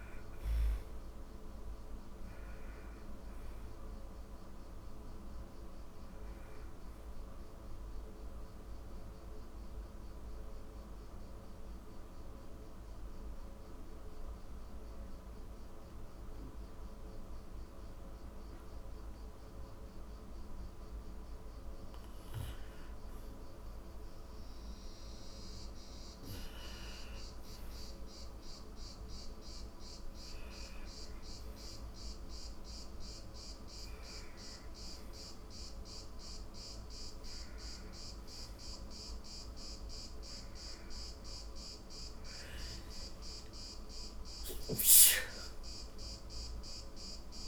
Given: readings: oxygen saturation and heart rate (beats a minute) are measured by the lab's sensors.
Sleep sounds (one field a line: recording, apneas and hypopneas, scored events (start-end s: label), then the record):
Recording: breathing in sleep, hard to hear, by a room microphone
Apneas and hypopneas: 1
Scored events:
0.00-18.00 s: oxygen desaturation (device-marked, oxygen 84% lowest)
7.50-19.50 s: obstructive apnea (oxygen 97% before, 84% lowest)
16.00-47.47 s: new sleep stage, N1 (lightest sleep)
41.00-45.50 s: arousal
From the record:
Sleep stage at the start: N2 (light sleep)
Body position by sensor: on the back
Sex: female